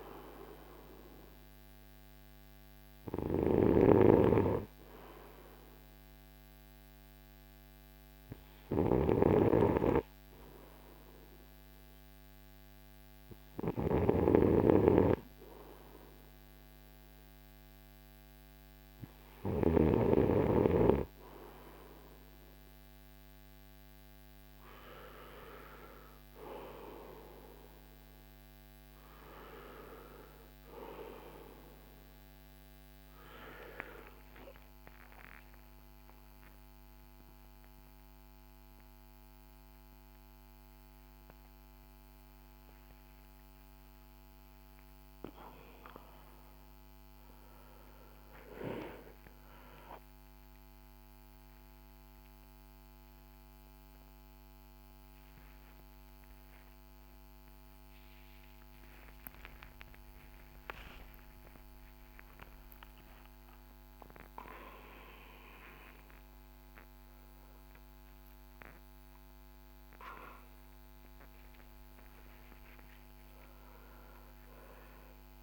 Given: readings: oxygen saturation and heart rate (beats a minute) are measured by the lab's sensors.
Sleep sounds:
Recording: a person awake in a sleep study, by a microphone on the trachea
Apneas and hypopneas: none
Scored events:
29.00-75.43 s: new sleep stage, awake
From the record:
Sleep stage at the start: N2 (light sleep)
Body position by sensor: on the back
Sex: male

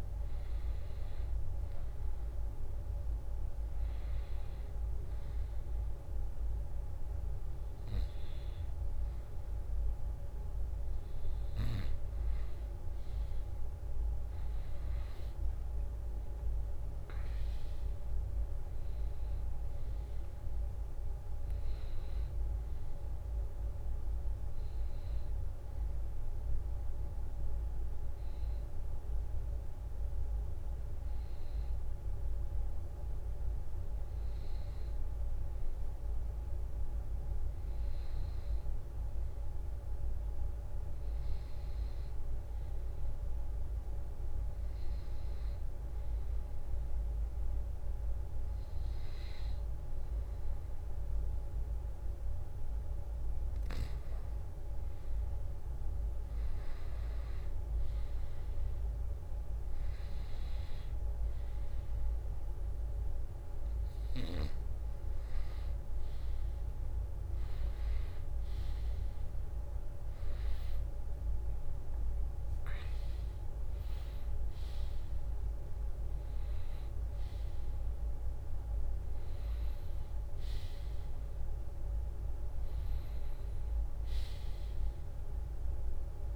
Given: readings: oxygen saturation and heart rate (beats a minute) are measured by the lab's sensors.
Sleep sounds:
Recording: breathing in sleep, hard to hear, by a room microphone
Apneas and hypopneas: 2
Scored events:
1.50-12.00 s: hypopnea (oxygen 95% before, 90% lowest, heart rate 83 before, 81 extreme, up 2 after)
14.00-18.00 s: arousal
20.00-37.00 s: oxygen desaturation (device-marked, oxygen 94% before, 91% lowest, heart rate 81 before, 79 extreme)
39.00-42.00 s: arousal
44.50-55.00 s: hypopnea (oxygen 96% before, 90% lowest, heart rate 83 before, 79 extreme, up 0 after)
56.50-60.00 s: arousal
62.00-73.00 s: oxygen desaturation (device-marked, oxygen 94% before, 90% lowest, heart rate 80 before, 80 extreme)
85.00-86.36 s: arousal
From the record:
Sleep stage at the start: N2 (light sleep)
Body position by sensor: on the back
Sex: male

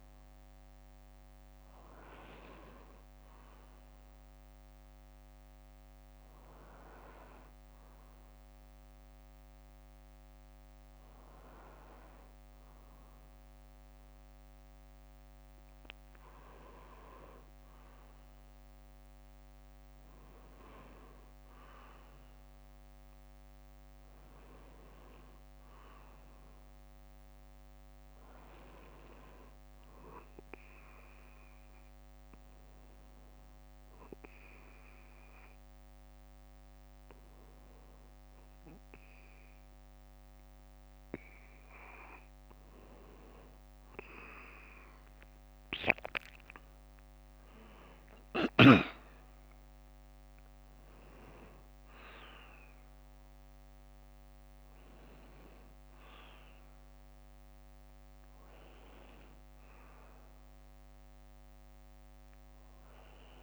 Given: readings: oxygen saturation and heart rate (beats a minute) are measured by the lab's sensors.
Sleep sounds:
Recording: a person partly awake in a sleep study, by a microphone on the trachea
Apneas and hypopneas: 1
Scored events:
26.50-63.43 s: new sleep stage, N1 (lightest sleep)
32.50-43.50 s: obstructive apnea (oxygen 95% before, 94% lowest, heart rate 63 before, 60 extreme, up 4 after)
45.50-50.00 s: arousal
From the record:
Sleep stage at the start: awake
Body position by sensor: on the back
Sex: male

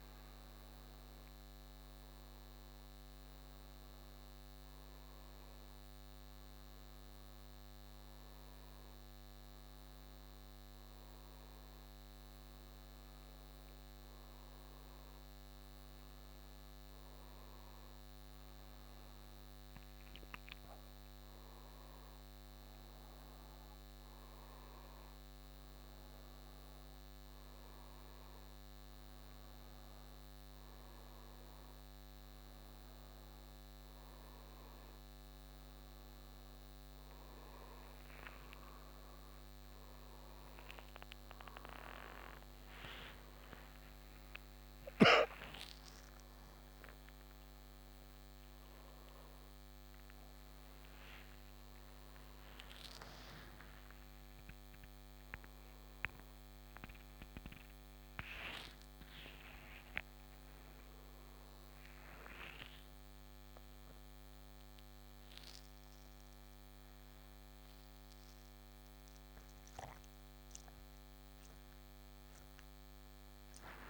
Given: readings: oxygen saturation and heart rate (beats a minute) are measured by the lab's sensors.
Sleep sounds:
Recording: a person awake in a sleep study, by a microphone on the trachea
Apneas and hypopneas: none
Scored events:
none scored
From the record:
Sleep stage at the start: awake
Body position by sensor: on the right side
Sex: male

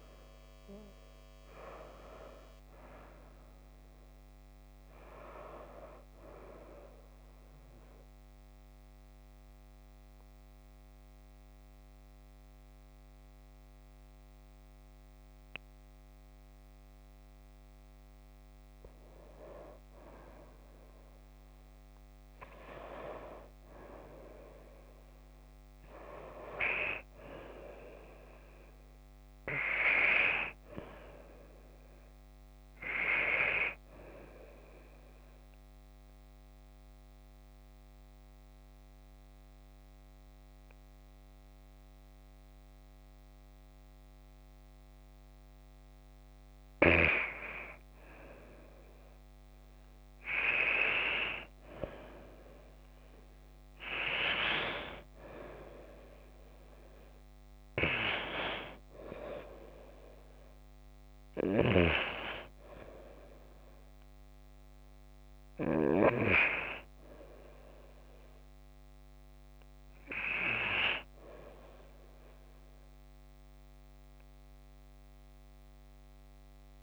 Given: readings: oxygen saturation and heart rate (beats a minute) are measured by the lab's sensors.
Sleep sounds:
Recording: breathing in sleep by a microphone on the trachea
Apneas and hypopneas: 2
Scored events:
0.00-1.00 s: arousal
8.00-18.50 s: obstructive apnea (oxygen 95% before, 90% lowest, heart rate 52 before, 51 extreme)
15.50-37.50 s: oxygen desaturation (device-marked, oxygen 93% before, 90% lowest, heart rate 55 before, 51 extreme)
25.50-29.50 s: arousal
35.50-46.50 s: obstructive apnea (oxygen 94% before, 90% lowest, heart rate 53 before, 52 extreme, up 17 after)
46.50-66.50 s: oxygen desaturation (device-marked, oxygen 95% before, 91% lowest, heart rate 53 before, 51 extreme)
49.00-52.50 s: arousal
73.50-76.83 s: oxygen desaturation (device-marked, oxygen 94% before, 90% lowest, heart rate 61 before, 51 extreme)
From the record:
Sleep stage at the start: N2 (light sleep)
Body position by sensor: on the right side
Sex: female

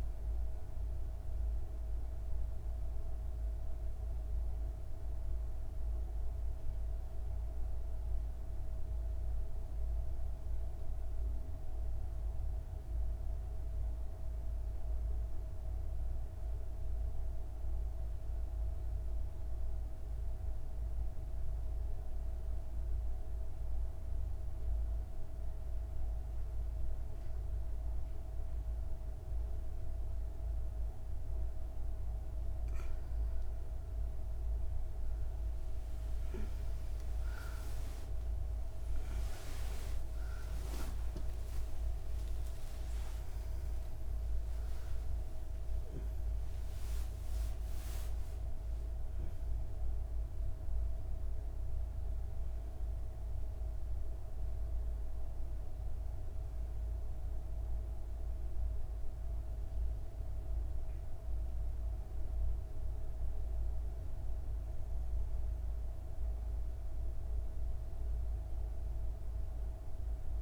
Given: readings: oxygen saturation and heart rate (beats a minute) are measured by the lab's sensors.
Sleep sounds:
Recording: breathing in sleep, hard to hear, by a room microphone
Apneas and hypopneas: 1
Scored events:
2.00-32.00 s: obstructive apnea (oxygen 97% before, 90% lowest, heart rate 57 before, 58 extreme, up 17 after)
18.00-53.00 s: oxygen desaturation (device-marked, oxygen 97% before, 90% lowest, heart rate 59 before, 52 extreme)
34.50-41.00 s: arousal
From the record:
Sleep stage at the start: N2 (light sleep)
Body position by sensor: on the back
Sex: female

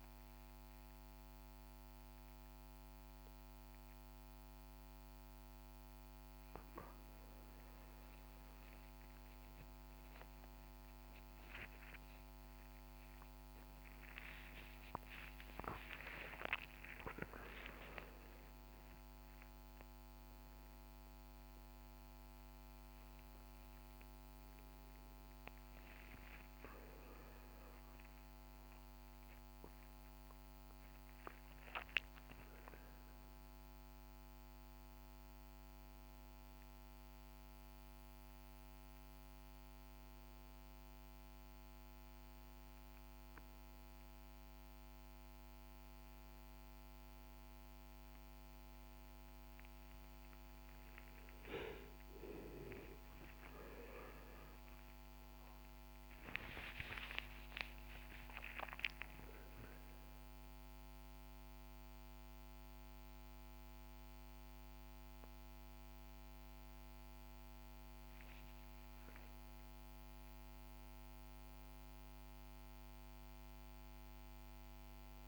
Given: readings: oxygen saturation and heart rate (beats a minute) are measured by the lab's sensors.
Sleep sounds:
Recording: a person awake in a sleep study, by a microphone on the trachea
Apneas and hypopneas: none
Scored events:
none scored
From the record:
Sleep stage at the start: awake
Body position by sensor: on the back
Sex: male

